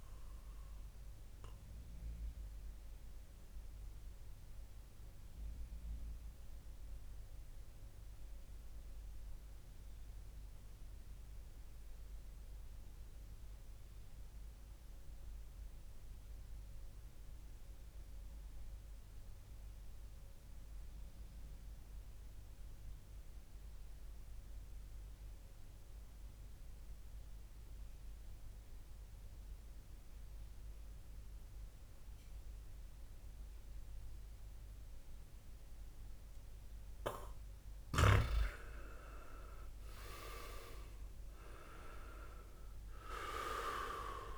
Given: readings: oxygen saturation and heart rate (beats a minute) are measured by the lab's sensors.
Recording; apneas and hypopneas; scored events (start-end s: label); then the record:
breathing in sleep by a room microphone; 1
0.50-36.00 s: mixed apnea (oxygen 100% before, 94% lowest, heart rate 62 before, 58 extreme, up 21 after)
33.00-44.38 s: oxygen desaturation (device-marked, oxygen 98% before, 94% lowest, heart rate 63 before, 60 extreme)
38.50-42.00 s: arousal
From the record:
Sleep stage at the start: N2 (light sleep); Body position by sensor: on the back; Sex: male